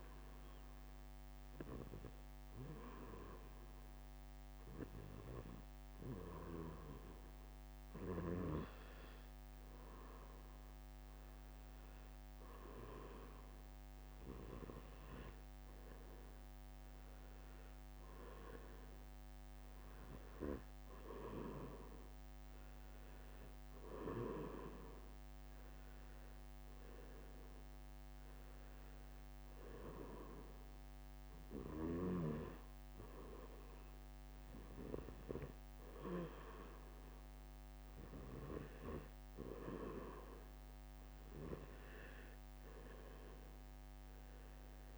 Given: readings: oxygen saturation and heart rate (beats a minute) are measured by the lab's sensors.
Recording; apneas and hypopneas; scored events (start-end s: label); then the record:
breathing in sleep by a microphone on the trachea; none
0.00-1.50 s: drop in pulse transit time (device-marked, heart rate 64 extreme)
33.50-44.98 s: new sleep stage, N2 (light sleep)
From the record:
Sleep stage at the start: N1 (lightest sleep); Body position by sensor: on the back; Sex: male